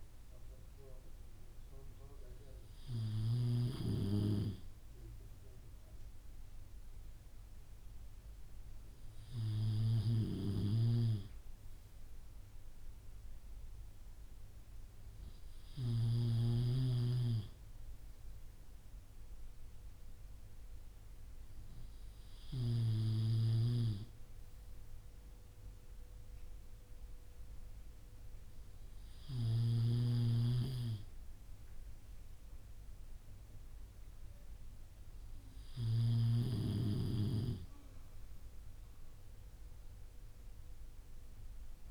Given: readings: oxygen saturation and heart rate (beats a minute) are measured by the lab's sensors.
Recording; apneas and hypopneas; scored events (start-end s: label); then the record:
breathing in sleep by a room microphone; none
none scored
From the record:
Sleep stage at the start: N3 (deep sleep); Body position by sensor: on the back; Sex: male